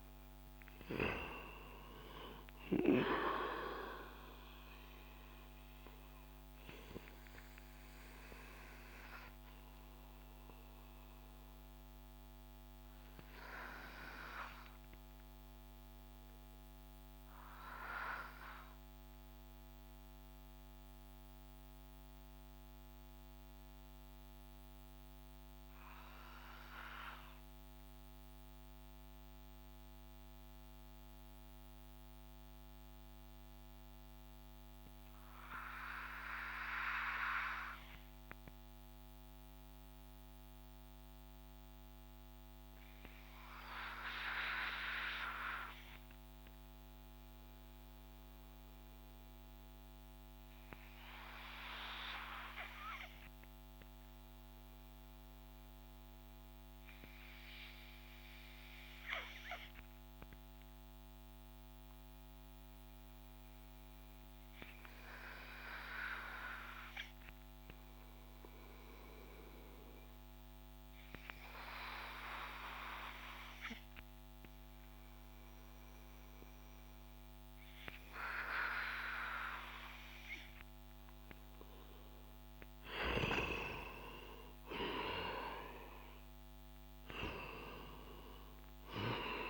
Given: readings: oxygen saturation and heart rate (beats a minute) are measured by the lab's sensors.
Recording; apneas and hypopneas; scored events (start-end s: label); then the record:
breathing in sleep by a microphone on the trachea; 1
0.00-1.50 s: oxygen desaturation (device-marked, oxygen 93% lowest)
4.00-80.00 s: obstructive apnea (oxygen 97% before, 87% lowest)
12.50-26.50 s: oxygen desaturation (device-marked, oxygen 93% before, 89% lowest)
55.50-86.50 s: oxygen desaturation (device-marked, oxygen 96% before, 91% lowest)
82.00-87.00 s: arousal
88.50-89.50 s: oxygen desaturation (device-marked, oxygen 92% before, 87% lowest)
From the record:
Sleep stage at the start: N2 (light sleep); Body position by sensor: on the back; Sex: male